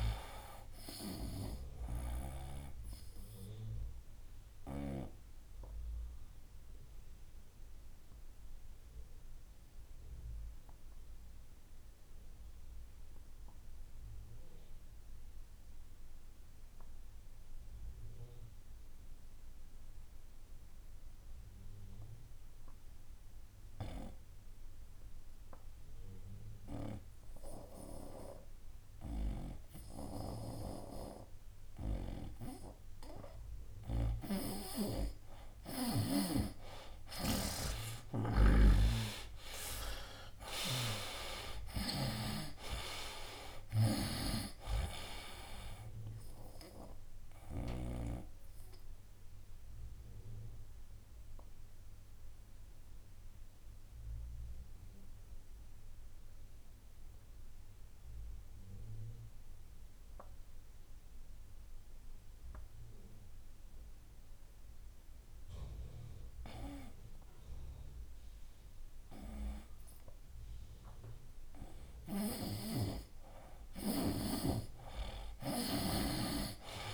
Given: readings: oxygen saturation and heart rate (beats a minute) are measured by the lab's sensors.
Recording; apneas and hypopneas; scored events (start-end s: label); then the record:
breathing in sleep by a room microphone; 2
0.00-21.50 s: oxygen desaturation (device-marked, oxygen 79% lowest, heart rate 64 extreme)
4.00-33.00 s: obstructive apnea (oxygen 96% before, 76% lowest, heart rate 75 before, 64 extreme, up 10 after)
29.50-67.50 s: oxygen desaturation (device-marked, oxygen 97% before, 76% lowest, heart rate 66 before, 65 extreme)
30.00-48.00 s: snoring (device-marked)
38.50-41.50 s: arousal
48.50-72.00 s: obstructive apnea (oxygen 97% before, 76% lowest, heart rate 74 before, 65 extreme, up 12 after)
72.00-76.94 s: snoring (device-marked)
From the record:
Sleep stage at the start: N2 (light sleep); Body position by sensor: on the right side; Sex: male